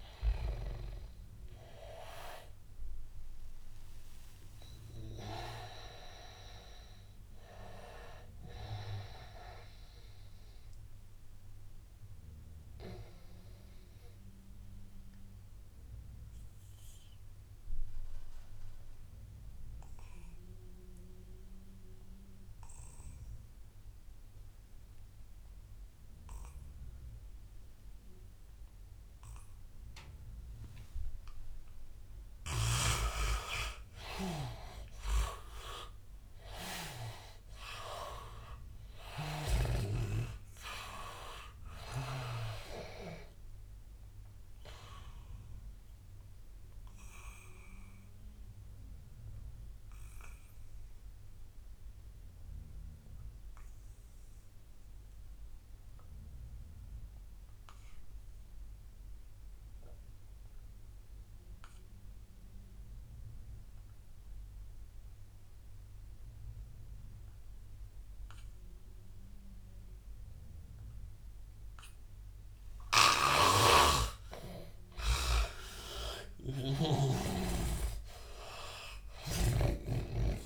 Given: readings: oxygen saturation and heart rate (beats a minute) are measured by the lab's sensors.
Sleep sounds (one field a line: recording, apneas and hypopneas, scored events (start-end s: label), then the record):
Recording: breathing in sleep by a room microphone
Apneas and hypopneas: 2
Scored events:
0.00-15.50 s: oxygen desaturation (device-marked, oxygen 80% lowest, heart rate 85 extreme)
3.50-8.00 s: arousal
10.00-32.00 s: obstructive apnea (oxygen 96% before, 80% lowest, heart rate 88 before, 85 extreme, up 6 after)
31.50-56.50 s: oxygen desaturation (device-marked, oxygen 99% before, 84% lowest, heart rate 87 before, 82 extreme)
35.50-40.00 s: arousal
44.00-73.50 s: obstructive apnea (oxygen 99% before, 82% lowest, heart rate 88 before, 82 extreme, up 10 after)
70.50-80.46 s: oxygen desaturation (device-marked, oxygen 99% before, 82% lowest, heart rate 87 before, 75 extreme)
73.00-77.00 s: snoring (device-marked)
77.50-80.46 s: arousal
From the record:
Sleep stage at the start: N2 (light sleep)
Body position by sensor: on the back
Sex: male